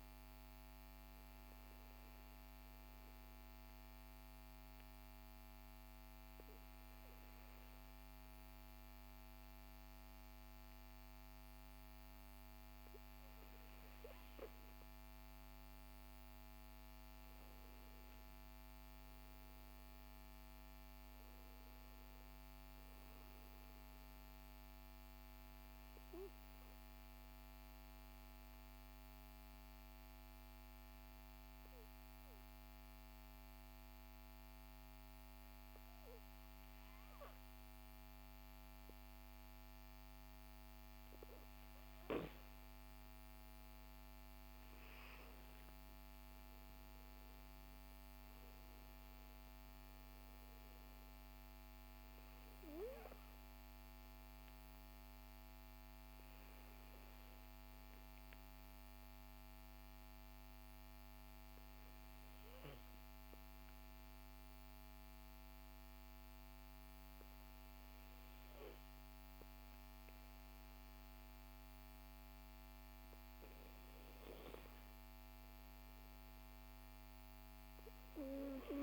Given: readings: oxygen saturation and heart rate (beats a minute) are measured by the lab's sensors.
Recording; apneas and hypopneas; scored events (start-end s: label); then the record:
breathing in sleep, hard to hear, by a microphone on the trachea; 3
2.50-15.00 s: obstructive apnea (oxygen 97% before, 94% lowest, heart rate 53 before, 44 extreme, up 15 after)
16.00-20.00 s: arousal
26.00-39.50 s: obstructive apnea (oxygen 97% before, 94% lowest, heart rate 51 before, 44 extreme, up 16 after)
43.50-48.00 s: arousal
58.50-71.00 s: obstructive apnea (oxygen 97% before, 94% lowest, heart rate 55 before, 45 extreme, up 8 after)
74.00-78.00 s: arousal
From the record:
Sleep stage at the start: N2 (light sleep); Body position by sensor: on the back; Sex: male